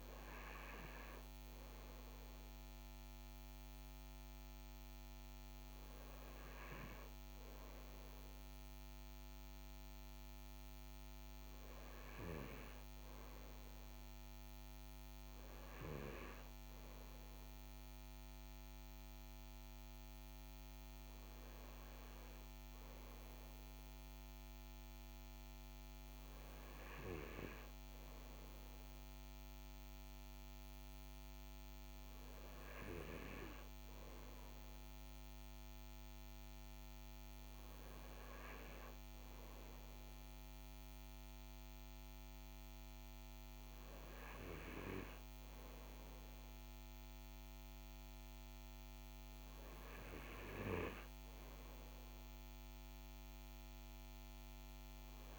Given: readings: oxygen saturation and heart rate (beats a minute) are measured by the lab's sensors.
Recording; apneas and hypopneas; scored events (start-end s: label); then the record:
breathing in sleep by a microphone on the trachea; none
none scored
From the record:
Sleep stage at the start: N2 (light sleep); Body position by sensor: on the front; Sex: male